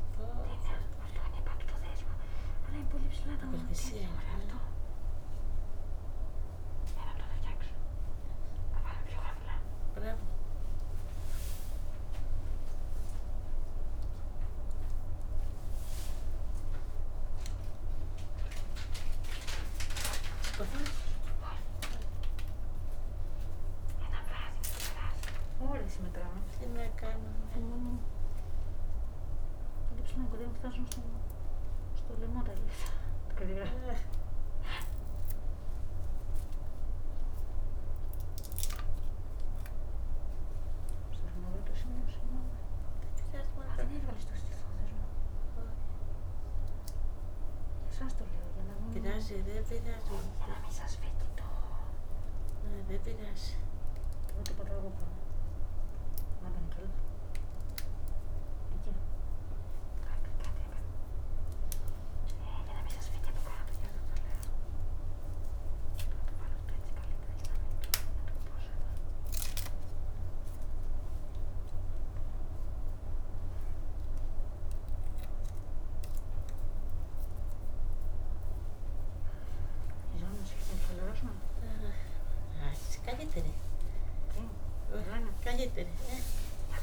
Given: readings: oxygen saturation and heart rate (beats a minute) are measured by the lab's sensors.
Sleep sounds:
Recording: a person awake in a sleep study, by a room microphone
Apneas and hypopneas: none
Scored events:
none scored
From the record:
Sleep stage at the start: awake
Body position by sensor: on the back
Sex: female

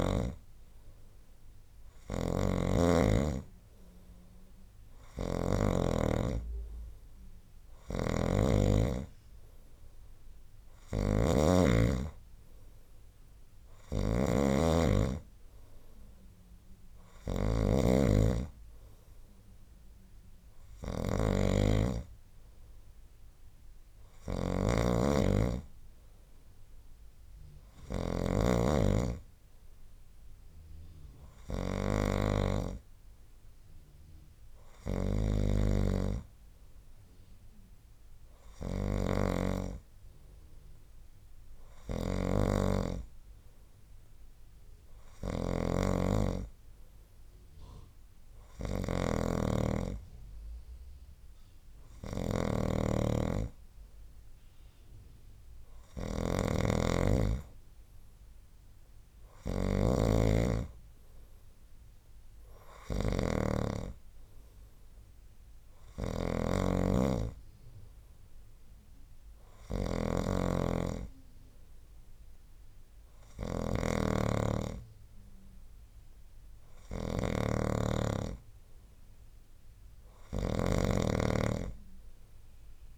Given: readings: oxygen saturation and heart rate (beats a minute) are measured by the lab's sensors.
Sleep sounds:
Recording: breathing in sleep by a room microphone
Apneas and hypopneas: none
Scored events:
0.00-82.98 s: snoring (device-marked)
From the record:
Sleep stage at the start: N2 (light sleep)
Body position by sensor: on the right side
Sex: male

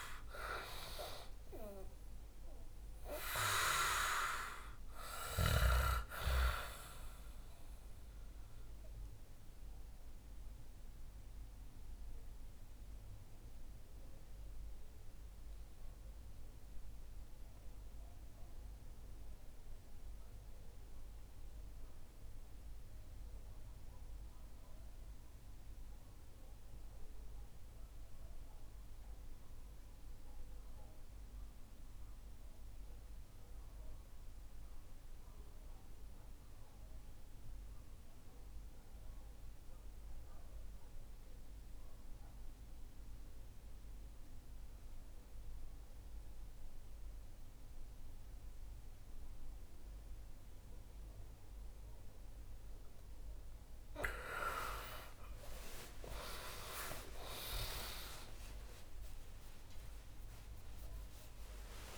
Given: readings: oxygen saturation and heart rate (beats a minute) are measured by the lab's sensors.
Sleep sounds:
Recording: breathing in sleep by a room microphone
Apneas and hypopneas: 1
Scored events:
0.00-7.50 s: oxygen desaturation (device-marked, oxygen 86% lowest, heart rate 58 extreme)
7.50-50.50 s: mixed apnea (oxygen 94% before, 79% lowest, heart rate 68 before, 58 extreme)
9.50-25.50 s: oxygen desaturation (device-marked, oxygen 91% before, 79% lowest, heart rate 69 before, 58 extreme)
42.50-61.98 s: new sleep stage, N1 (lightest sleep)
45.50-61.98 s: oxygen desaturation (device-marked, oxygen 97% before, 83% lowest, heart rate 62 before, 62 extreme)
56.00-61.98 s: arousal
From the record:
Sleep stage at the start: REM sleep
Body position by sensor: on the back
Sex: male

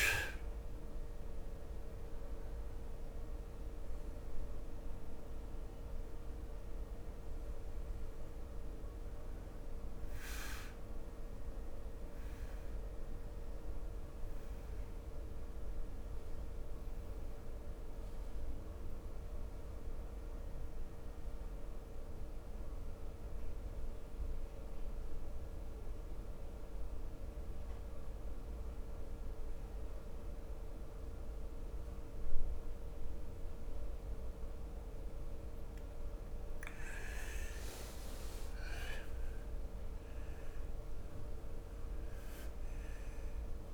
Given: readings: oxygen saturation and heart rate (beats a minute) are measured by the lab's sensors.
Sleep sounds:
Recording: breathing in sleep, hard to hear, by a room microphone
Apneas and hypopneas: 1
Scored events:
13.50-35.50 s: obstructive apnea (oxygen 98% before, 89% lowest, heart rate 72 before, 67 extreme, up 6 after)
26.50-37.50 s: oxygen desaturation (device-marked, oxygen 97% before, 89% lowest, heart rate 68 before, 68 extreme)
37.50-42.00 s: arousal
From the record:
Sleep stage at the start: N2 (light sleep)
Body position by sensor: on the right side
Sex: male

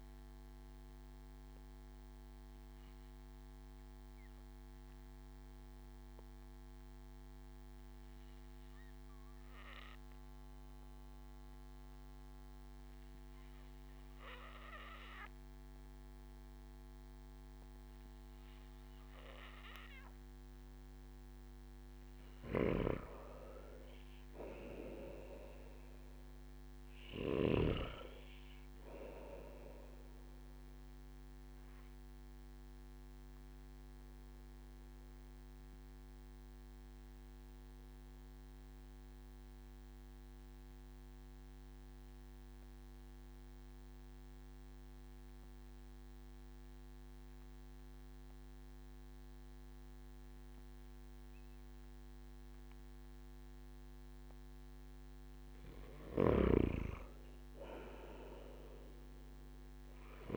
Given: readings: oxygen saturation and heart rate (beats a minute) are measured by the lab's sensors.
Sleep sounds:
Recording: breathing in sleep by a microphone on the trachea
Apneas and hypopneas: 2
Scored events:
1.50-22.00 s: obstructive apnea (oxygen 96% before, 94% lowest)
25.00-28.00 s: arousal
32.50-55.50 s: obstructive apnea (oxygen 97% before, 93% lowest)
56.00-60.37 s: snoring (device-marked)
57.00-60.00 s: arousal
From the record:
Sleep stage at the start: N2 (light sleep)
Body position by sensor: on the back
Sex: male

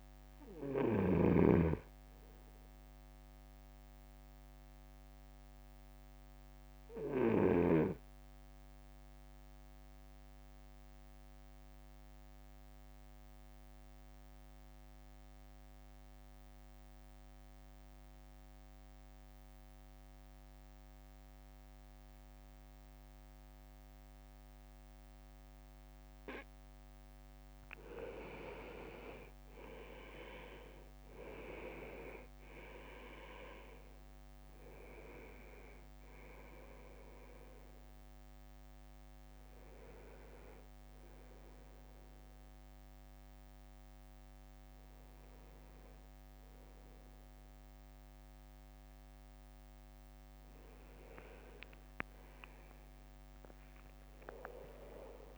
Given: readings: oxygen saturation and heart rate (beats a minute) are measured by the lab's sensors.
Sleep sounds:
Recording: a person partly awake in a sleep study, by a microphone on the trachea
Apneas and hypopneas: 1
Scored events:
0.00-1.50 s: snoring (device-marked)
0.00-3.00 s: drop in pulse transit time (device-marked, heart rate 55 extreme)
5.00-26.50 s: obstructive apnea (oxygen 99% before, 95% lowest, heart rate 58 before, 51 extreme, up 10 after)
28.50-32.00 s: leg movement (device-marked)
32.00-44.00 s: drop in pulse transit time (device-marked, heart rate 54 before, 59 extreme)
34.00-55.38 s: new sleep stage, awake
From the record:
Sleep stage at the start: N2 (light sleep)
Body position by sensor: on the right side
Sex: male

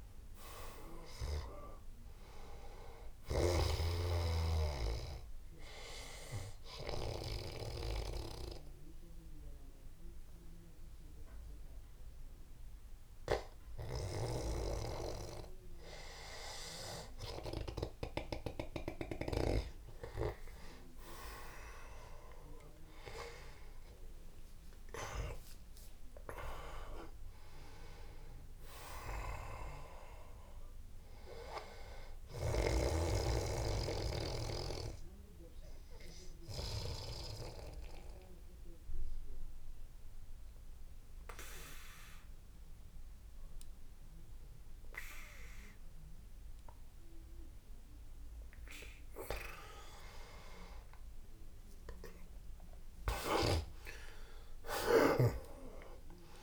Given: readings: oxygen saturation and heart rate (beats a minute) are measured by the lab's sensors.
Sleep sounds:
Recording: breathing in sleep by a room microphone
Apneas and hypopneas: 2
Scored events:
0.00-2.50 s: arousal
6.00-16.00 s: obstructive apnea (oxygen 97% before, 88% lowest, heart rate 86 before, 72 extreme, up 9 after)
19.00-23.00 s: arousal
34.00-49.00 s: obstructive apnea (oxygen 97% before, 88% lowest, heart rate 83 before, 74 extreme, up 17 after)
50.00-53.50 s: arousal
54.50-56.43 s: oxygen desaturation (device-marked, oxygen 97% before, 88% lowest, heart rate 82 before, 79 extreme)
From the record:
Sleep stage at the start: N2 (light sleep)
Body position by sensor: on the back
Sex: male

